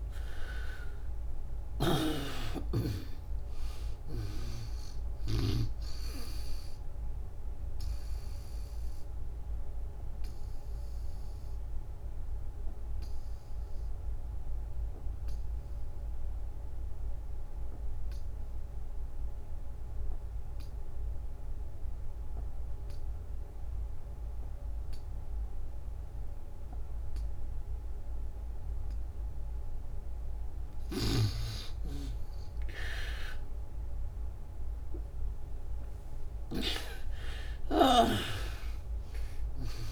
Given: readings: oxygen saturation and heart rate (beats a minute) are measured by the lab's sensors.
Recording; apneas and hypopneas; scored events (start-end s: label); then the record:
breathing in sleep by a room microphone; 1
0.00-1.50 s: snoring (device-marked)
0.00-2.00 s: arousal
5.00-24.00 s: oxygen desaturation (device-marked, oxygen 97% before, 81% lowest, heart rate 70 before, 63 extreme)
7.50-29.00 s: obstructive apnea (oxygen 97% before, 74% lowest, heart rate 73 before, 63 extreme, up 28 after)
32.00-36.50 s: arousal
37.00-39.92 s: oxygen desaturation (device-marked, oxygen 94% before, 74% lowest, heart rate 74 before, 65 extreme)
From the record:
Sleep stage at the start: N2 (light sleep); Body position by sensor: on the back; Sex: female